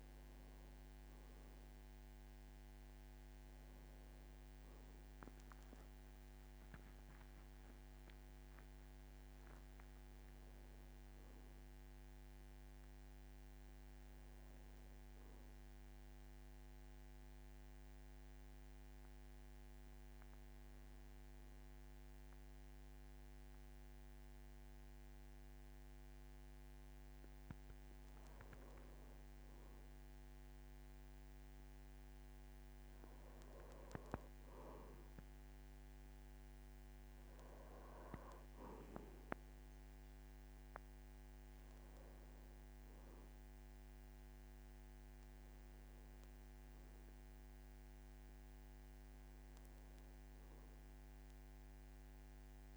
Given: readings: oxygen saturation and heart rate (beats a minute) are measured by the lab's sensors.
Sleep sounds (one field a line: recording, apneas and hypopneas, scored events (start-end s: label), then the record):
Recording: breathing in sleep, hard to hear, by a microphone on the trachea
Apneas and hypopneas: 1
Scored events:
0.00-17.00 s: oxygen desaturation (device-marked, oxygen 92% lowest, heart rate 47 extreme)
6.50-10.50 s: arousal
16.00-28.00 s: obstructive apnea (oxygen 98% before, 91% lowest, heart rate 61 before, 47 extreme, up 8 after)
42.50-47.50 s: arousal
From the record:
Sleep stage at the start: N2 (light sleep)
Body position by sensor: on the back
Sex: male